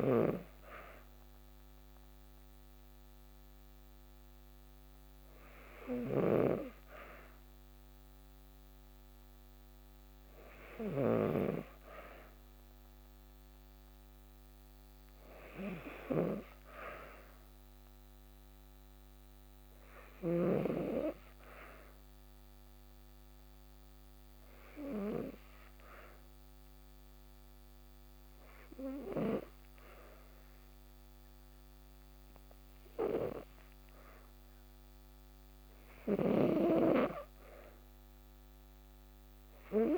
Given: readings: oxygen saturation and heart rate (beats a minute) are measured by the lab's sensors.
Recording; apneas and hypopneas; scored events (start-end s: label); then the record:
breathing in sleep by a microphone on the trachea; 1
5.50-10.50 s: snoring (device-marked)
12.00-16.00 s: arousal
20.00-35.00 s: hypopnea (oxygen 95% before, 92% lowest, heart rate 54 before, 55 extreme, up 1 after)
37.00-39.98 s: arousal
From the record:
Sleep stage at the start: N2 (light sleep); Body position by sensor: on the back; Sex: female